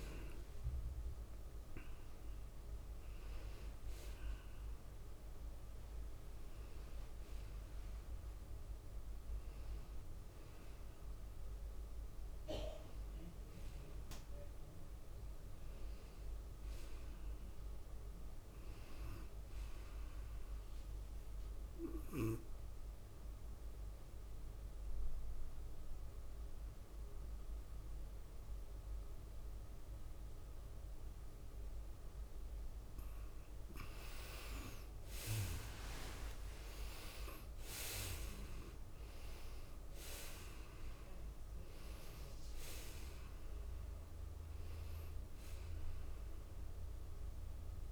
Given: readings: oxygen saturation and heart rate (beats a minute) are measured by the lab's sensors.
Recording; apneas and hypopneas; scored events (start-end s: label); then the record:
breathing in sleep by a room microphone; 1
0.00-7.50 s: tachycardia (device-marked, heart rate 102 extreme)
0.00-13.50 s: drop in pulse transit time (device-marked, heart rate 98 extreme)
0.00-17.50 s: oxygen desaturation (device-marked, oxygen 76% lowest, heart rate 81 extreme)
24.00-35.00 s: obstructive apnea (oxygen 98% before, 78% lowest, heart rate 99 before, 85 extreme, up 17 after)
31.00-33.00 s: long interval between heartbeats (device-marked, heart rate 97 before, 86 extreme)
36.50-40.50 s: arousal
38.50-47.92 s: oxygen desaturation (device-marked, oxygen 96% before, 84% lowest, heart rate 93 before, 87 extreme)
39.50-47.92 s: drop in pulse transit time (device-marked, heart rate 93 before, 97 extreme)
40.50-43.50 s: tachycardia (device-marked, heart rate 96 before, 102 extreme)
From the record:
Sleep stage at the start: N2 (light sleep); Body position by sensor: on the right side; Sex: female